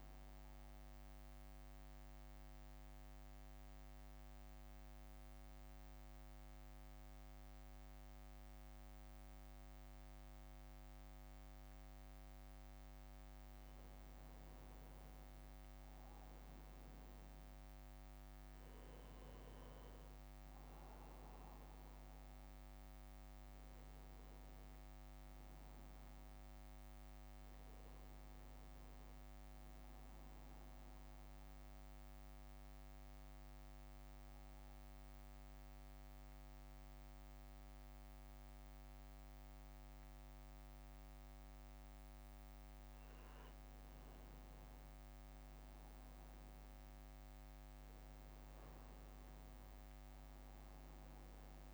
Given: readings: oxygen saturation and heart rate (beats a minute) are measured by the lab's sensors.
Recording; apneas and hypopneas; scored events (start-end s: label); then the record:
breathing in sleep, hard to hear, by a microphone on the trachea; 2
0.00-7.50 s: drop in pulse transit time (device-marked, heart rate 61 extreme)
0.00-12.50 s: oxygen desaturation (device-marked, oxygen 91% lowest, heart rate 61 extreme)
1.50-14.00 s: obstructive apnea (oxygen 95% before, 90% lowest, heart rate 64 before, 61 extreme, up 2 after)
19.50-24.50 s: arousal
24.50-35.50 s: oxygen desaturation (device-marked, oxygen 96% before, 92% lowest, heart rate 63 before, 61 extreme)
32.00-44.00 s: obstructive apnea (oxygen 96% before, 90% lowest, heart rate 63 before, 61 extreme, up 4 after)
46.50-51.00 s: arousal
From the record:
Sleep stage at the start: N2 (light sleep); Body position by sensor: on the back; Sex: male